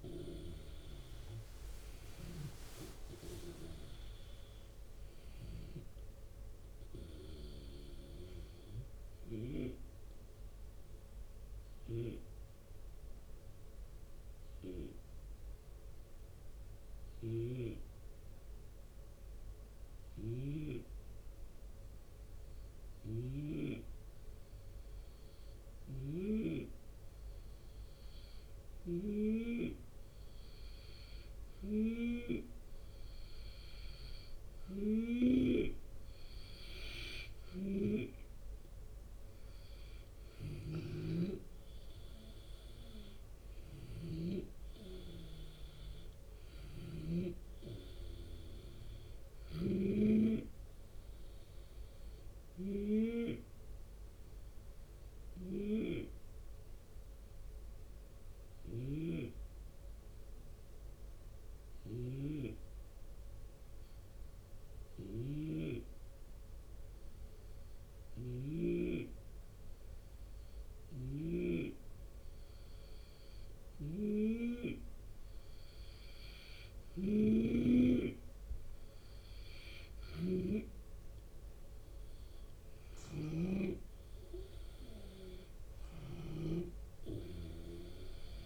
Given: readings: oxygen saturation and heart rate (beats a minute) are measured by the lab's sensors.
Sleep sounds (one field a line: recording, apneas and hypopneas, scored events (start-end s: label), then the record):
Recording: breathing in sleep by a room microphone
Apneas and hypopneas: 2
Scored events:
0.00-13.00 s: drop in pulse transit time (device-marked, heart rate 74 extreme)
0.00-22.00 s: oxygen desaturation (device-marked, oxygen 88% lowest, heart rate 70 extreme)
8.50-32.50 s: hypopnea (oxygen 93% before, 88% lowest, heart rate 81 before, 70 extreme, up 6 after)
19.50-23.00 s: snoring (device-marked)
25.00-44.00 s: snoring (device-marked)
36.00-49.00 s: oxygen desaturation (device-marked, oxygen 93% before, 89% lowest, heart rate 73 before, 71 extreme)
39.00-51.00 s: drop in pulse transit time (device-marked, heart rate 74 before, 78 extreme)
39.50-43.00 s: arousal
48.50-58.50 s: snoring (device-marked)
53.00-74.00 s: hypopnea (oxygen 94% before, 89% lowest, heart rate 78 before, 71 extreme, up 5 after)
64.50-71.00 s: snoring (device-marked)
73.00-88.46 s: snoring (device-marked)
80.00-85.00 s: arousal
80.00-88.46 s: drop in pulse transit time (device-marked, heart rate 74 before, 78 extreme)
80.00-88.46 s: oxygen desaturation (device-marked, oxygen 93% before, 89% lowest, heart rate 74 before, 73 extreme)
From the record:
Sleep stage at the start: N2 (light sleep)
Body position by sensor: on the left side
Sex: male